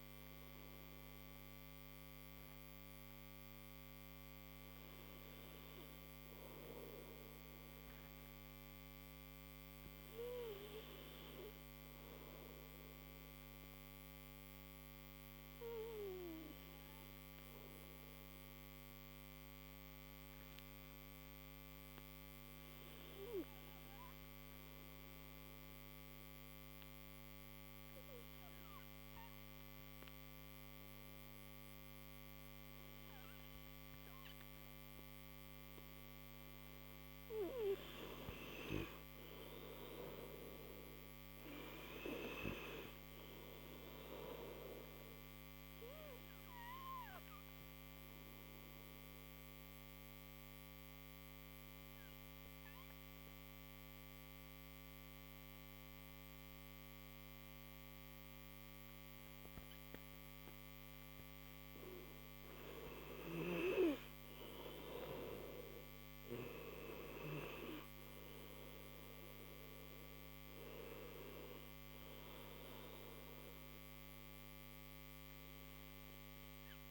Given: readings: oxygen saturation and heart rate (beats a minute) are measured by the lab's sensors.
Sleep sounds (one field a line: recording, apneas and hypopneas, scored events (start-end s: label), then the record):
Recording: breathing in sleep by a microphone on the trachea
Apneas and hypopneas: 1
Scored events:
47.00-59.00 s: oxygen desaturation (device-marked, oxygen 93% before, 90% lowest)
49.00-60.50 s: obstructive apnea (oxygen 95% before, 90% lowest)
64.00-68.00 s: arousal
68.00-76.91 s: oxygen desaturation (device-marked, oxygen 97% before, 90% lowest)
From the record:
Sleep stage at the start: N2 (light sleep)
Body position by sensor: on the right side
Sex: male